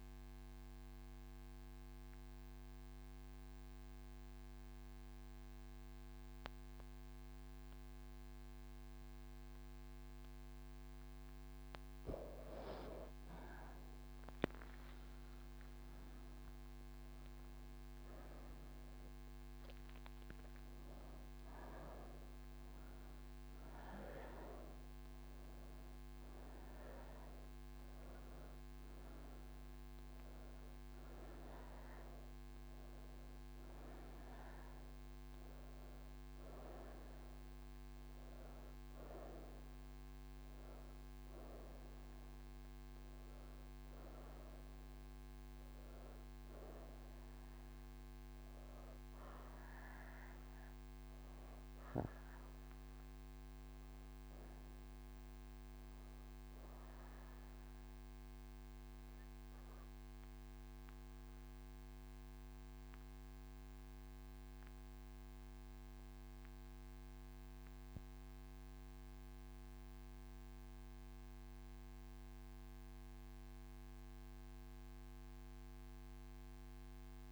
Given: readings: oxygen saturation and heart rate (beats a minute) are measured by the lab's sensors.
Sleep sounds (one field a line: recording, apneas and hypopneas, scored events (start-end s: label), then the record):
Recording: breathing in sleep, hard to hear, by a microphone on the trachea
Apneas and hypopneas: none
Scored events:
18.00-64.00 s: oxygen desaturation (device-marked, oxygen 98% before, 89% lowest)
From the record:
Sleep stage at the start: N3 (deep sleep)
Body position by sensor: on the right side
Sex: female